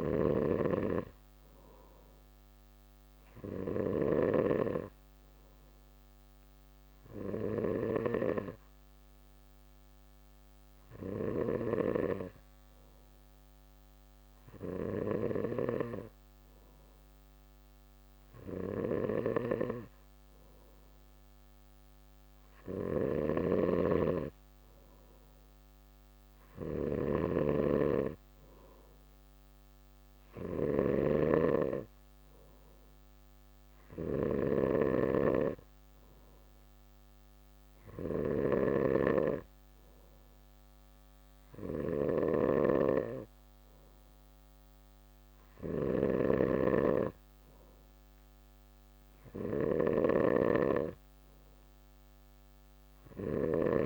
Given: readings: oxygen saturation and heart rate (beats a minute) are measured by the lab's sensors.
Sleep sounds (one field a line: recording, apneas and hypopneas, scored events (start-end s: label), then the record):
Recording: breathing in sleep by a microphone on the trachea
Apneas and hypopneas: none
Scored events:
0.00-53.86 s: snoring (device-marked)
From the record:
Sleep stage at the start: N2 (light sleep)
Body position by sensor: on the back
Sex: male